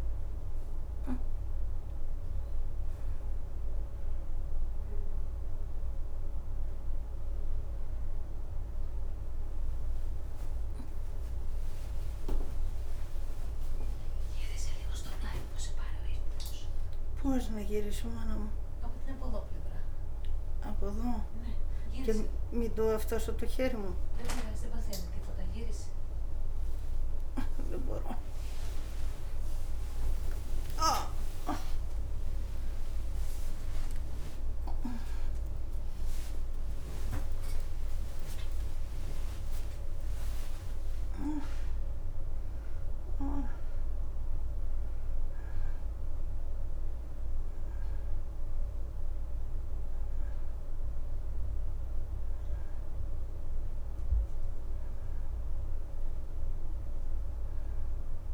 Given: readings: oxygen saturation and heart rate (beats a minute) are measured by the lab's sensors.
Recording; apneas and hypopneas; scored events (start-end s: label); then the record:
a person awake in a sleep study, by a room microphone; none
0.00-1.00 s: leg movement (device-marked)
1.00-3.00 s: leg movement (device-marked)
12.00-58.34 s: new sleep stage, awake
19.00-29.00 s: oxygen desaturation (device-marked, oxygen 97% before, 92% lowest, heart rate 116 before, 68 extreme)
43.00-44.00 s: leg movement (device-marked)
From the record:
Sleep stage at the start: N1 (lightest sleep); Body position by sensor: on the right side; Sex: female